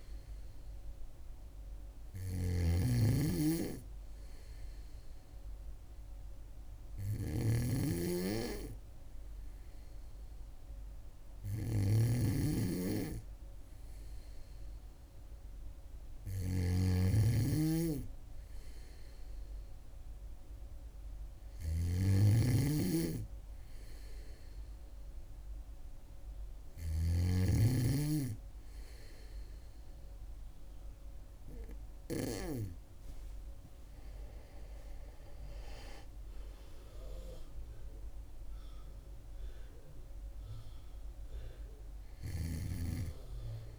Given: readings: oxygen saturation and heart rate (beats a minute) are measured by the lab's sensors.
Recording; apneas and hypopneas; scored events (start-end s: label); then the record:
breathing in sleep by a room microphone; none
0.00-27.00 s: snoring (device-marked)
34.50-38.00 s: arousal
From the record:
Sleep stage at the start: N2 (light sleep); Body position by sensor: on the back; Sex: female